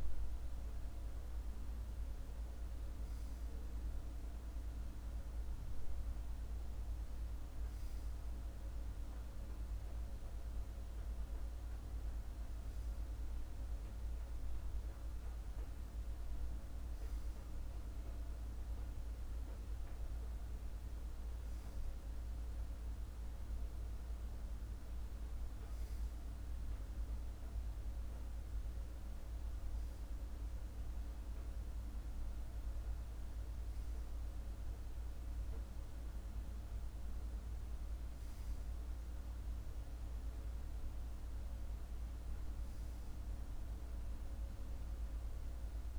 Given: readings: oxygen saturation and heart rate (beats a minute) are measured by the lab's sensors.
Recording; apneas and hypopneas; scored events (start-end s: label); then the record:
breathing in sleep, hard to hear, by a room microphone; none
11.00-45.99 s: new sleep stage, REM sleep
From the record:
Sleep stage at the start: N2 (light sleep); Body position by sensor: on the left side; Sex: male